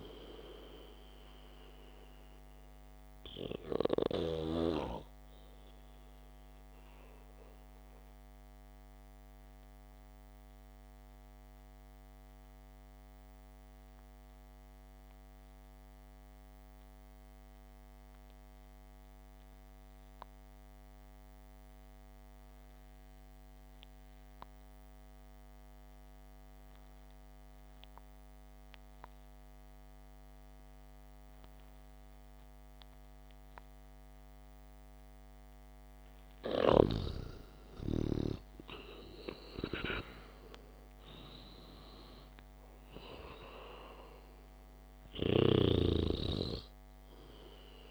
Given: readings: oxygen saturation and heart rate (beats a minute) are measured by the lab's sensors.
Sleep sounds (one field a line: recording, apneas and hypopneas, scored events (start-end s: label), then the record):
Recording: breathing in sleep by a microphone on the trachea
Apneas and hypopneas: 1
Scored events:
7.50-37.00 s: obstructive apnea (oxygen 98% before, 91% lowest, heart rate 59 before, 55 extreme, up 8 after)
38.00-42.50 s: arousal
38.00-47.90 s: oxygen desaturation (device-marked, oxygen 99% before, 94% lowest, heart rate 67 before, 60 extreme)
From the record:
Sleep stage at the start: N2 (light sleep)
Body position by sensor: on the back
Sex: male